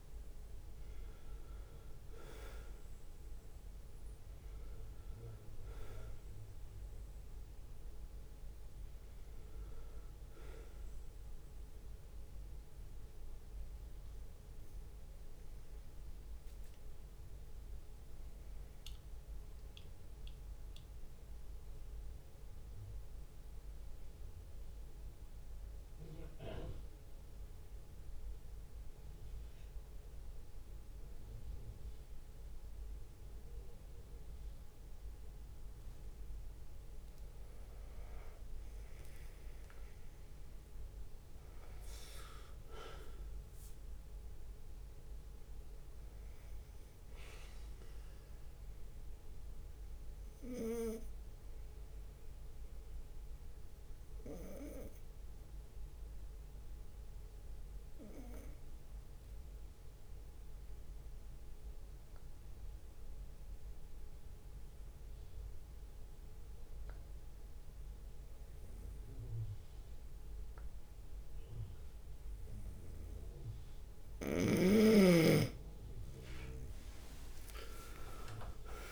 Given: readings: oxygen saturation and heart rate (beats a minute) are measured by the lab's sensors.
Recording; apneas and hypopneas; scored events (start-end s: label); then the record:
breathing in sleep by a room microphone; 2
0.00-24.50 s: oxygen desaturation (device-marked, oxygen 93% lowest)
0.00-78.92 s: bradycardia (device-marked)
2.00-4.00 s: long interval between heartbeats (device-marked)
6.50-15.50 s: drop in pulse transit time (device-marked)
13.00-15.00 s: long interval between heartbeats (device-marked)
20.50-35.50 s: obstructive apnea (oxygen 97% before, 94% lowest)
22.00-24.00 s: long interval between heartbeats (device-marked)
31.50-33.50 s: long interval between heartbeats (device-marked)
35.50-45.00 s: leg movement (device-marked)
37.00-42.00 s: arousal
39.50-41.50 s: long interval between heartbeats (device-marked)
47.00-49.00 s: long interval between heartbeats (device-marked)
51.00-73.50 s: obstructive apnea (oxygen 99% before, 93% lowest)
51.50-57.50 s: leg movement (device-marked)
54.00-56.00 s: long interval between heartbeats (device-marked)
61.50-63.50 s: long interval between heartbeats (device-marked)
68.00-70.50 s: leg movement (device-marked)
70.50-72.50 s: long interval between heartbeats (device-marked)
73.50-78.92 s: oxygen desaturation (device-marked, oxygen 98% before, 93% lowest)
76.00-78.92 s: arousal
77.00-78.92 s: leg movement (device-marked)
From the record:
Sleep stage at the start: N2 (light sleep); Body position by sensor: on the right side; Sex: male